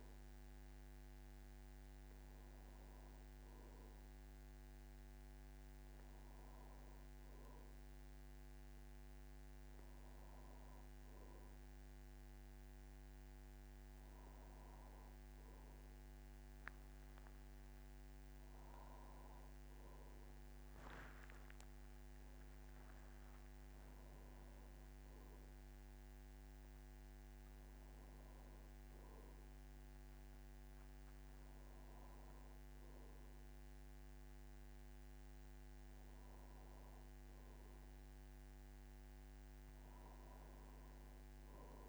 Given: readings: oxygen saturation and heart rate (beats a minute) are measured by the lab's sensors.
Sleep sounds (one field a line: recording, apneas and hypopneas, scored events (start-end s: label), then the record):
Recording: a person awake in a sleep study, hard to hear, by a microphone on the trachea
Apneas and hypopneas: none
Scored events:
22.50-24.50 s: long interval between heartbeats (device-marked, heart rate 57 before, 82 extreme)
From the record:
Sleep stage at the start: awake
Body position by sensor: on the back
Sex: male